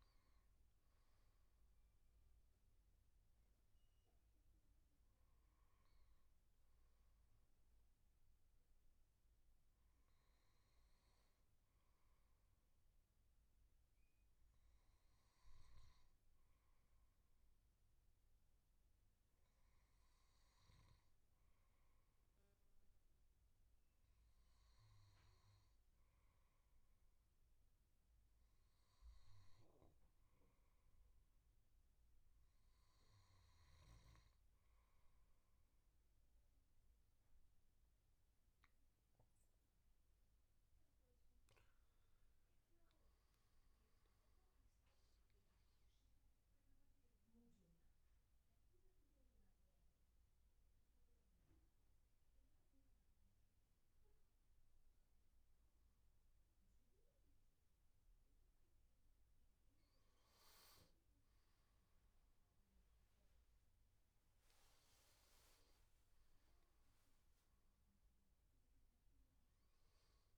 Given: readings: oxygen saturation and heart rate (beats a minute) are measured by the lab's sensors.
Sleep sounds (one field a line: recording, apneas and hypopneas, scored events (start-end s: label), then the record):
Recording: breathing in sleep, hard to hear, by a room microphone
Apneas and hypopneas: 1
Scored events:
8.00-39.50 s: hypopnea (oxygen 97% before, 93% lowest, heart rate 84 before, 77 extreme, up 8 after)
42.50-46.00 s: arousal
From the record:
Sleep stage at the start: N2 (light sleep)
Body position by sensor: on the back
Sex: male